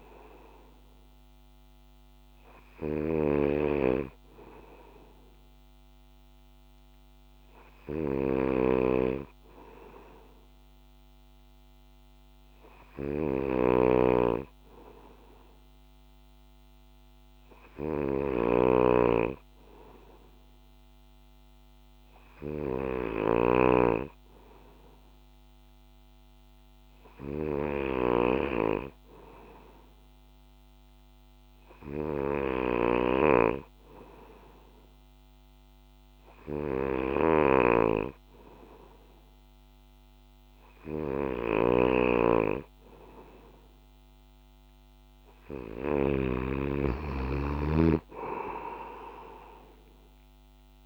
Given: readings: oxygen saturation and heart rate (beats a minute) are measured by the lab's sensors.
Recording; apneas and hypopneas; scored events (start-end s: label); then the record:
breathing in sleep by a microphone on the trachea; none
0.00-46.50 s: snoring (device-marked)
47.00-50.86 s: arousal
From the record:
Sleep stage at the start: N2 (light sleep); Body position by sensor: on the back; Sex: male